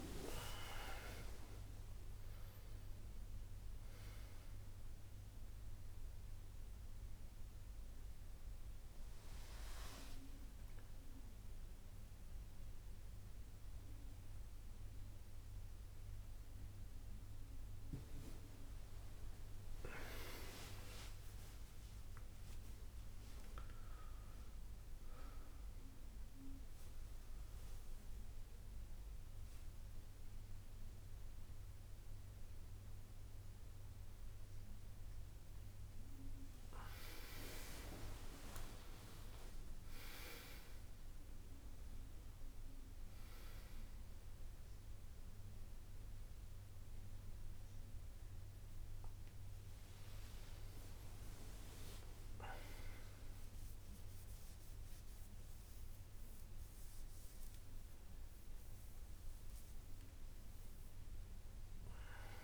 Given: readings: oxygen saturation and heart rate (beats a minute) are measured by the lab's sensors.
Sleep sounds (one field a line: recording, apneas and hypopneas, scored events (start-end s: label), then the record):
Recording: a person awake in a sleep study, by a room microphone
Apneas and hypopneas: none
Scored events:
0.00-1.00 s: tachycardia (device-marked, heart rate 134 extreme)
0.00-2.00 s: long interval between heartbeats (device-marked, heart rate 86 before, 116 extreme)
0.00-9.00 s: drop in pulse transit time (device-marked, heart rate 79 extreme)
23.50-25.50 s: long interval between heartbeats (device-marked, heart rate 78 before, 80 extreme)
36.00-42.00 s: tachycardia (device-marked, heart rate 72 before, 113 extreme)
37.00-39.00 s: long interval between heartbeats (device-marked, heart rate 71 before, 74 extreme)
39.00-41.00 s: long interval between heartbeats (device-marked, heart rate 72 before, 105 extreme)
42.00-62.44 s: drop in pulse transit time (device-marked, heart rate 78 before, 69 extreme)
From the record:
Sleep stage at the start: awake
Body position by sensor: on the back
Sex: male